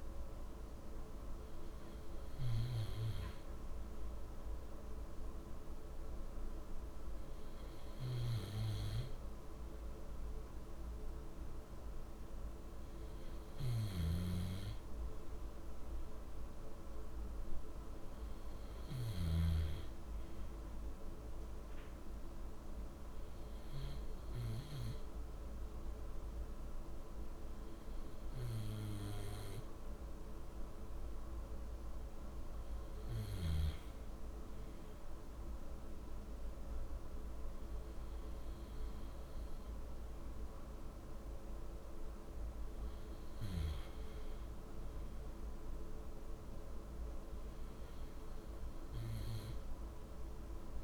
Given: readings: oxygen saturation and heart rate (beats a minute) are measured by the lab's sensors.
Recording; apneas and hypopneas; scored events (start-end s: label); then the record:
breathing in sleep, hard to hear, by a room microphone; none
13.50-19.50 s: snoring (device-marked)
From the record:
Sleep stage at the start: N2 (light sleep); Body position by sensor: on the back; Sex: male